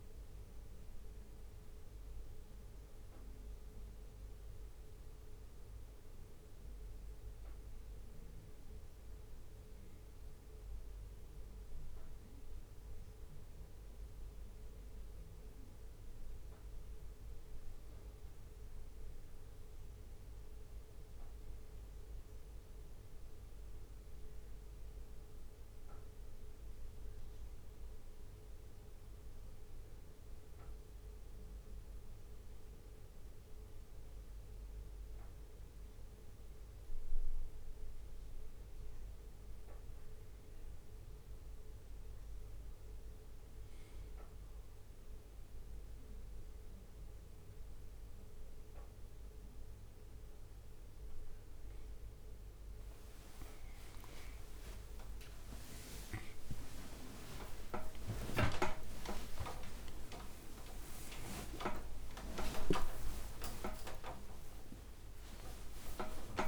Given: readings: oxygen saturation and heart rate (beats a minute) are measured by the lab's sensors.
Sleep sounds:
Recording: breathing in sleep by a room microphone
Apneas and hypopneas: none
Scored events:
56.00-62.00 s: tachycardia (device-marked, heart rate 66 before, 130 extreme)
57.00-59.00 s: long interval between heartbeats (device-marked, heart rate 65 before, 90 extreme)
59.00-61.00 s: long interval between heartbeats (device-marked, heart rate 68 before, 114 extreme)
61.00-66.48 s: new sleep stage, awake
63.00-65.00 s: long interval between heartbeats (device-marked, heart rate 81 before, 117 extreme)
From the record:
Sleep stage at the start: N1 (lightest sleep)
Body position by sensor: on the back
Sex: male

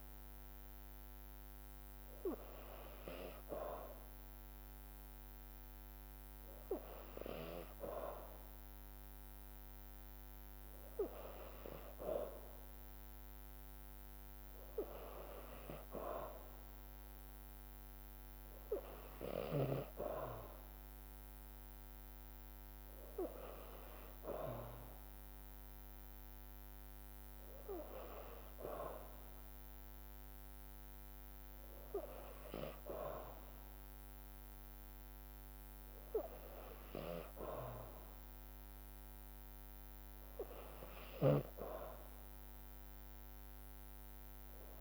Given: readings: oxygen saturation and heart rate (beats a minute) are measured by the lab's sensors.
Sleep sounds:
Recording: breathing in sleep by a microphone on the trachea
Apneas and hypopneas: none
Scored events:
none scored
From the record:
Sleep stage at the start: N2 (light sleep)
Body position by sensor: on the back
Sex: female

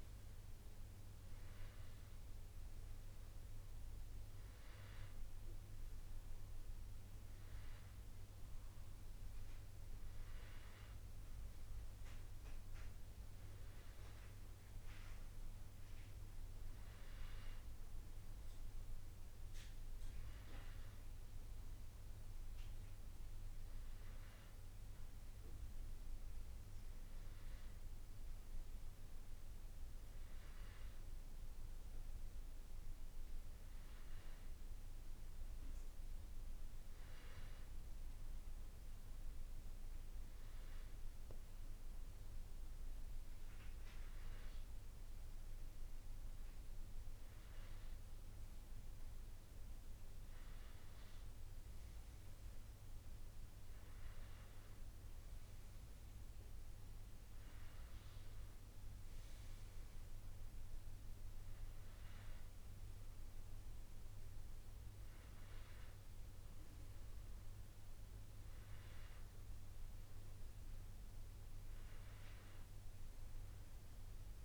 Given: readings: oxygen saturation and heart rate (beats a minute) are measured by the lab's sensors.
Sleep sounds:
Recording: breathing in sleep, hard to hear, by a room microphone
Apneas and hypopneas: none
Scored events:
47.00-51.50 s: arousal
From the record:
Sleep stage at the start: N2 (light sleep)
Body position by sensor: on the back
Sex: male

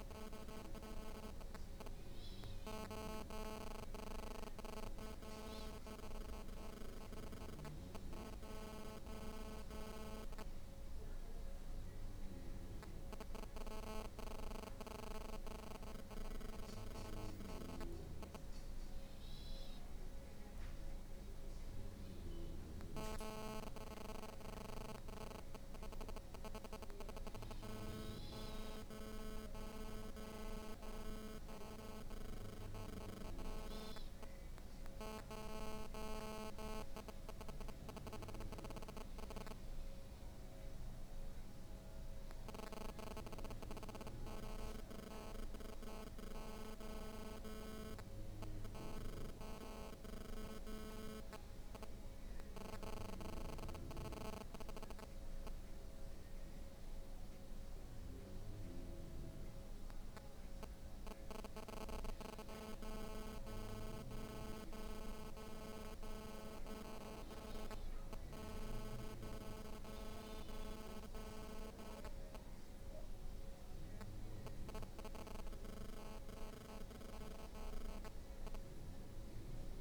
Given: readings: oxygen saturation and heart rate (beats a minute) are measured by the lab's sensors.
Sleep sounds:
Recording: breathing in sleep by a room microphone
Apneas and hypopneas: none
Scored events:
none scored
From the record:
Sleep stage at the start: N2 (light sleep)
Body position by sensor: on the back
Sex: female

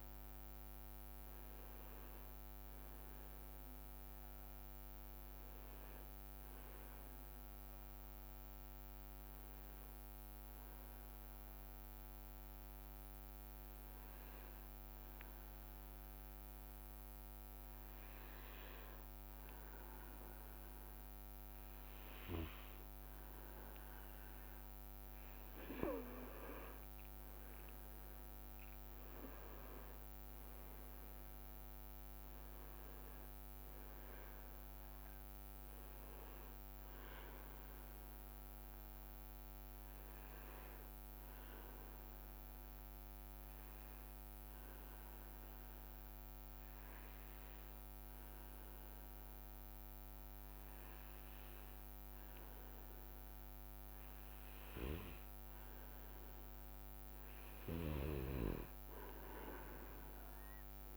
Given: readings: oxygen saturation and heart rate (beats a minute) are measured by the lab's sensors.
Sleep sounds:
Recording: breathing in sleep by a microphone on the trachea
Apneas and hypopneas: 2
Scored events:
0.00-7.50 s: oxygen desaturation (device-marked, oxygen 94% lowest, heart rate 61 extreme)
8.50-24.50 s: obstructive apnea (oxygen 97% before, 94% lowest, heart rate 68 before, 60 extreme, up 8 after)
26.50-45.50 s: oxygen desaturation (device-marked, oxygen 98% before, 94% lowest, heart rate 62 before, 60 extreme)
27.00-32.00 s: arousal
41.50-56.00 s: obstructive apnea (oxygen 98% before, 94% lowest, heart rate 66 before, 64 extreme, up 5 after)
59.50-60.97 s: oxygen desaturation (device-marked, oxygen 98% before, 94% lowest, heart rate 65 before, 60 extreme)
From the record:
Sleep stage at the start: N2 (light sleep)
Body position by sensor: on the back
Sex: male

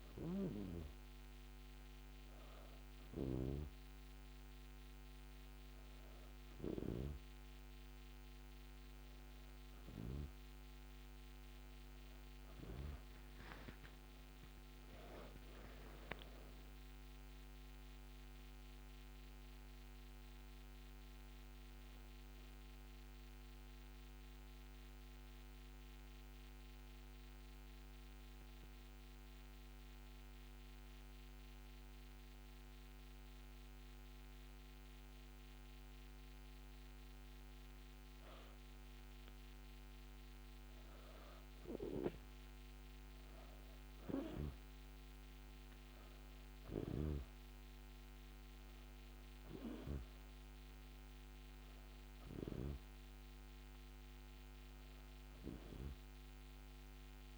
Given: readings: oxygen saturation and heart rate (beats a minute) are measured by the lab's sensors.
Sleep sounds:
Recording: breathing in sleep by a microphone on the trachea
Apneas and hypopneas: 1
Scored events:
13.50-17.50 s: arousal
24.00-35.50 s: obstructive apnea (oxygen 97% before, 93% lowest, heart rate 90 before, 71 extreme, up 23 after)
41.50-46.50 s: arousal
48.50-57.37 s: oxygen desaturation (device-marked, oxygen 99% before, 93% lowest, heart rate 84 before, 85 extreme)
From the record:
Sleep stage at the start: N2 (light sleep)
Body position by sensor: on the back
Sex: female

